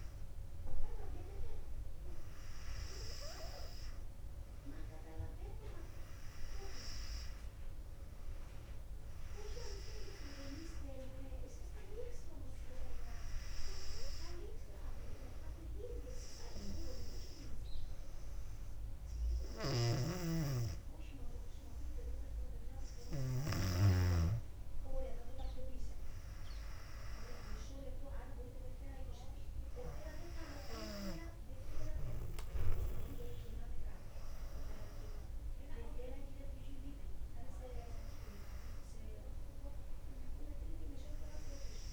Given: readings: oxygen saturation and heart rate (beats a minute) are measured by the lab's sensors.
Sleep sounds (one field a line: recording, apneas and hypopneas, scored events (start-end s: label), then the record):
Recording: breathing in sleep by a room microphone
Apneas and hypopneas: none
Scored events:
19.50-23.50 s: snoring (device-marked)
From the record:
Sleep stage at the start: N2 (light sleep)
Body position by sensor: on the back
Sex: female